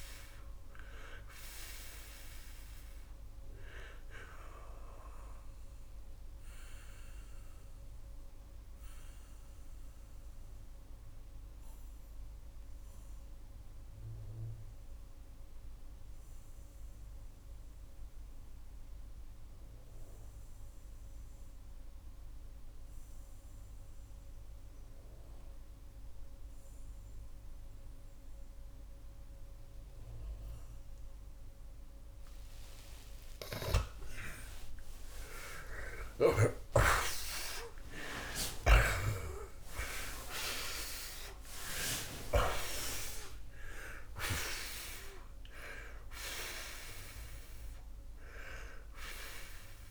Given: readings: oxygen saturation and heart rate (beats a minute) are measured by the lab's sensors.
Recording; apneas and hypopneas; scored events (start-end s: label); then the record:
breathing in sleep by a room microphone; 1
0.00-28.00 s: oxygen desaturation (device-marked, oxygen 94% before, 81% lowest)
4.00-33.00 s: obstructive apnea (oxygen 94% before, 79% lowest)
33.00-36.50 s: snoring (device-marked)
34.50-38.00 s: arousal
45.00-49.91 s: oxygen desaturation (device-marked, oxygen 93% before, 88% lowest)
From the record:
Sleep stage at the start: N2 (light sleep); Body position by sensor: on the back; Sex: male